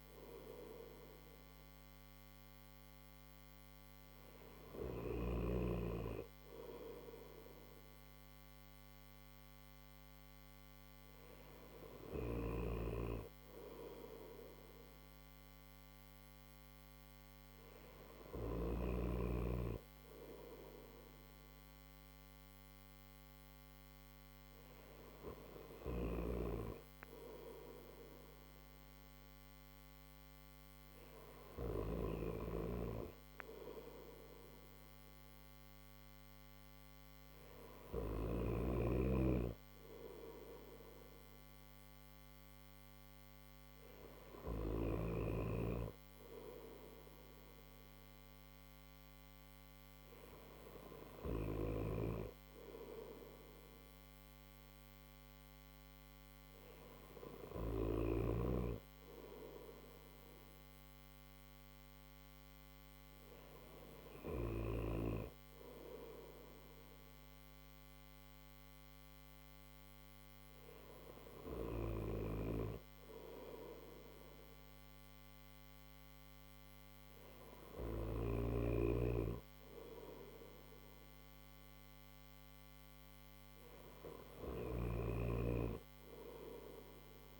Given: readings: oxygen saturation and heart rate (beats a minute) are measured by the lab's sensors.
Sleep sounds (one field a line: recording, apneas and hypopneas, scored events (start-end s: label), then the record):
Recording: breathing in sleep by a microphone on the trachea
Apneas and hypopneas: none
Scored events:
11.50-18.00 s: snoring (device-marked)
From the record:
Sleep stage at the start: N3 (deep sleep)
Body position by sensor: on the right side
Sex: male